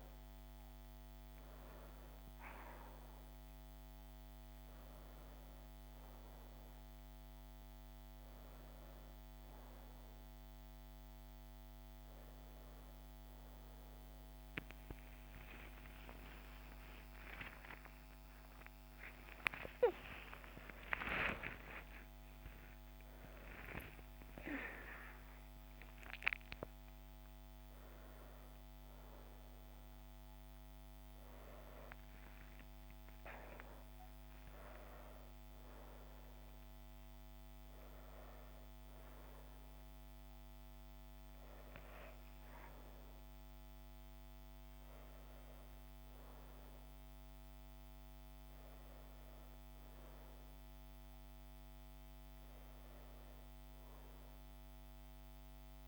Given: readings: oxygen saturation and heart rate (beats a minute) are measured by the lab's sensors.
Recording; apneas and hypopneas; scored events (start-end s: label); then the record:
a person awake in a sleep study, by a microphone on the trachea; none
39.00-55.88 s: new sleep stage, N1 (lightest sleep)
From the record:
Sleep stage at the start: awake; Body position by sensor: on the back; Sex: female